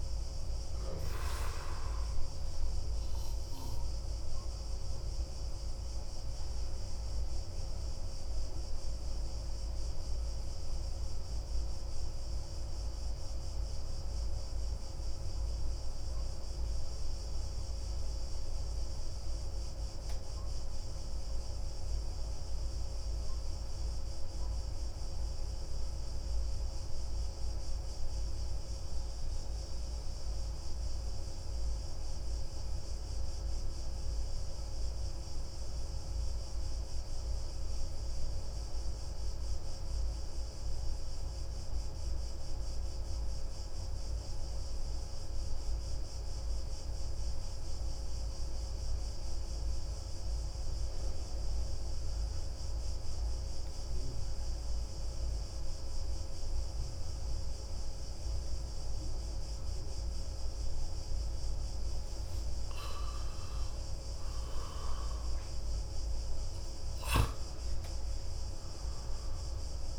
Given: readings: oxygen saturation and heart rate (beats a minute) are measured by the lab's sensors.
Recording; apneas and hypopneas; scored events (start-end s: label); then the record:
breathing in sleep, hard to hear, by a room microphone; 1
4.00-59.50 s: obstructive apnea (oxygen 96% before, 90% lowest)
62.00-66.50 s: arousal
64.50-69.99 s: oxygen desaturation (device-marked, oxygen 96% before, 91% lowest)
From the record:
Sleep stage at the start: N2 (light sleep); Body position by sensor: on the back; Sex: male